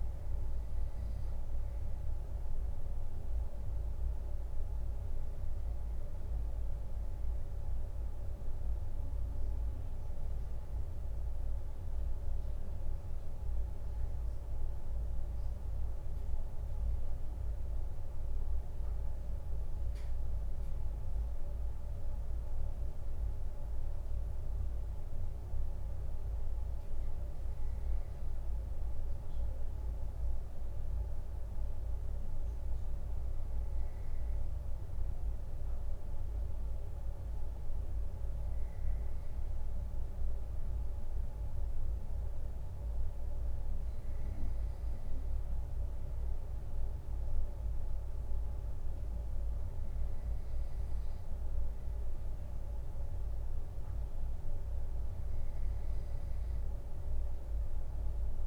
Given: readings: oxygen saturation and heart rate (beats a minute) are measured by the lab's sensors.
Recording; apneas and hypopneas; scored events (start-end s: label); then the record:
breathing in sleep, hard to hear, by a room microphone; none
none scored
From the record:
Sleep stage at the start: N2 (light sleep); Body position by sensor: on the right side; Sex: male